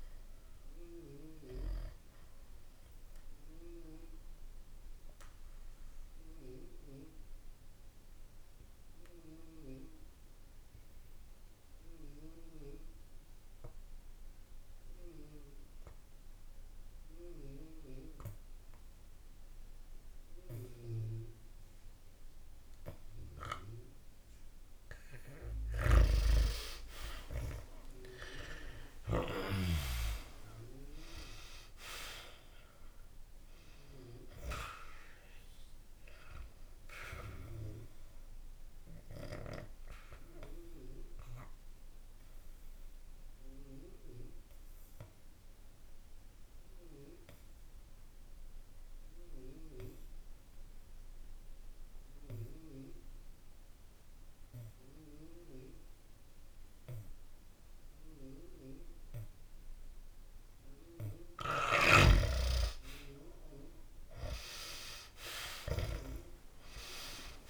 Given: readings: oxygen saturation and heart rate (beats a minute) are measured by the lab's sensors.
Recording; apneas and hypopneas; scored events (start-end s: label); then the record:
breathing in sleep by a room microphone; 2
0.50-22.50 s: oxygen desaturation (device-marked, oxygen 97% before, 92% lowest, heart rate 69 before, 64 extreme)
2.50-23.50 s: obstructive apnea (oxygen 97% before, 88% lowest, heart rate 69 before, 64 extreme, up 10 after)
25.50-29.50 s: snoring (device-marked)
26.00-30.00 s: arousal
35.50-52.50 s: oxygen desaturation (device-marked, oxygen 98% before, 90% lowest, heart rate 68 before, 64 extreme)
37.50-60.50 s: obstructive apnea (oxygen 98% before, 88% lowest, heart rate 69 before, 64 extreme, up 0 after)
62.50-67.49 s: arousal
From the record:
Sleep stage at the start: N2 (light sleep); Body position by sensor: on the back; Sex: male